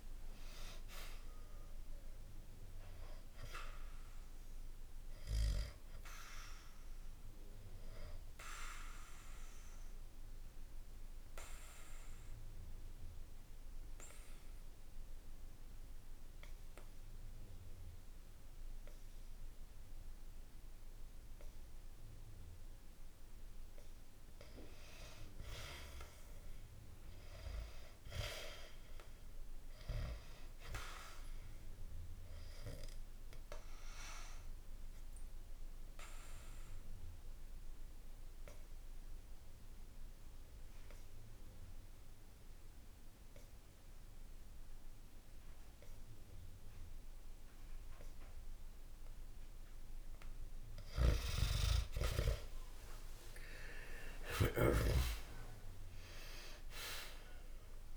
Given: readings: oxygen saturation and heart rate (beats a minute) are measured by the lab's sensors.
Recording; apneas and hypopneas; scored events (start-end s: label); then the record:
breathing in sleep by a room microphone; 2
0.00-15.50 s: oxygen desaturation (device-marked, oxygen 90% lowest, heart rate 64 extreme)
5.00-22.50 s: obstructive apnea (oxygen 98% before, 90% lowest, heart rate 64 before, 64 extreme, up 2 after)
24.00-27.50 s: arousal
33.50-50.50 s: obstructive apnea (oxygen 98% before, 90% lowest, heart rate 66 before, 63 extreme, up 2 after)
51.00-56.00 s: arousal
55.50-57.97 s: oxygen desaturation (device-marked, oxygen 97% before, 90% lowest, heart rate 65 before, 63 extreme)
From the record:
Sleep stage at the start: N2 (light sleep); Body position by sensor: on the back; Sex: male